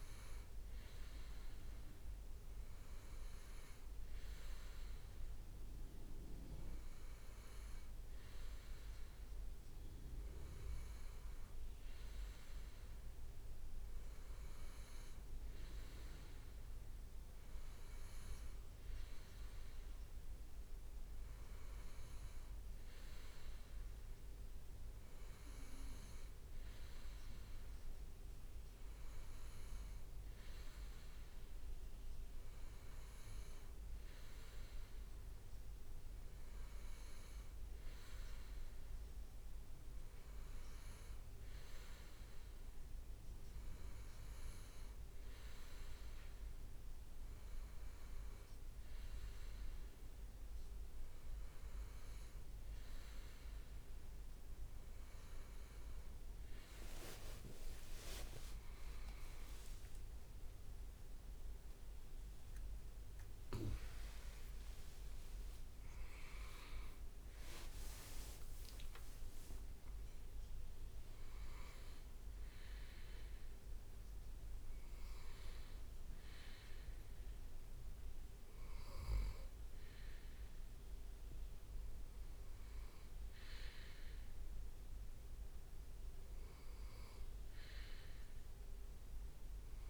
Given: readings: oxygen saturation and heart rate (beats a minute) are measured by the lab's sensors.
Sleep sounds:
a person partly awake in a sleep study, hard to hear, by a room microphone; none
48.00-78.00 s: new sleep stage, awake
65.00-70.00 s: oxygen desaturation (device-marked, oxygen 97% before, 94% lowest, heart rate 78 before, 69 extreme)
67.50-69.50 s: leg movement (device-marked)
74.00-77.50 s: leg movement (device-marked)
78.00-80.00 s: leg movement (device-marked)
78.00-89.89 s: new sleep stage, N2 (light sleep)
82.00-84.50 s: leg movement (device-marked)
86.00-88.00 s: leg movement (device-marked)
From the record:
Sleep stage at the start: N2 (light sleep); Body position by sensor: on the right side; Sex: male

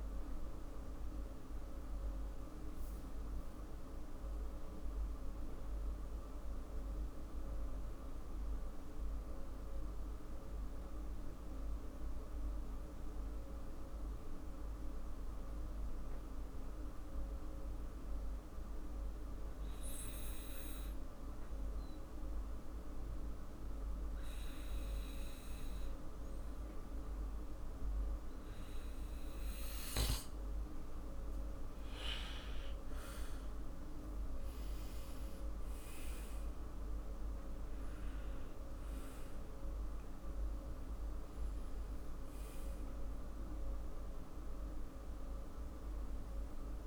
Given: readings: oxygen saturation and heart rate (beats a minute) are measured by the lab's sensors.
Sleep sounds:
breathing in sleep, hard to hear, by a room microphone; 1
4.00-30.00 s: mixed apnea (oxygen 99% before, 96% lowest, heart rate 58 before, 54 extreme, up 5 after)
33.00-38.50 s: arousal
From the record:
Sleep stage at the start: N2 (light sleep); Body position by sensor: on the back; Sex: male

